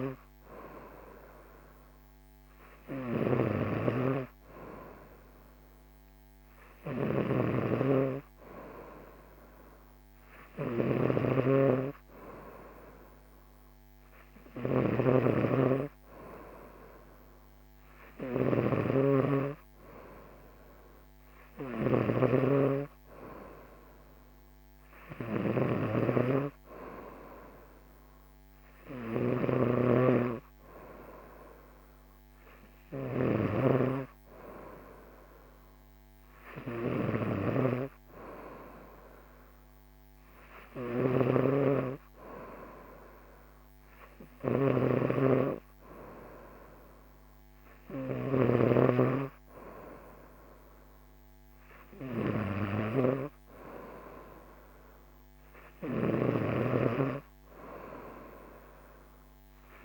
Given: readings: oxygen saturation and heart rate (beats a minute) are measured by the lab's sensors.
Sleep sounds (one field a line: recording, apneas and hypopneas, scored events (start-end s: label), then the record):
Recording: breathing in sleep by a microphone on the trachea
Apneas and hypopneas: none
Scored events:
0.00-59.85 s: snoring (device-marked)
From the record:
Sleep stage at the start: N3 (deep sleep)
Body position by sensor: on the right side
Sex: female